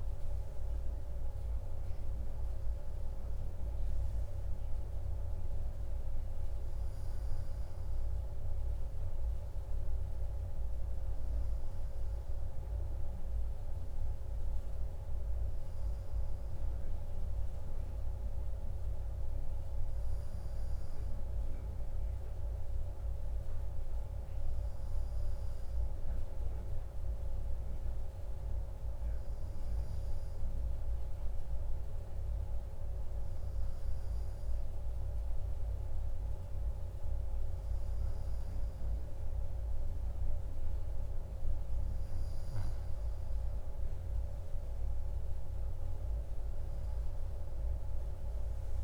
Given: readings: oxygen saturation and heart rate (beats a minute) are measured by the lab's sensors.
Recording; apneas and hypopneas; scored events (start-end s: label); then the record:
breathing in sleep, hard to hear, by a room microphone; none
29.00-32.50 s: arousal
From the record:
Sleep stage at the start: N1 (lightest sleep); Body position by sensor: on the right side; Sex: male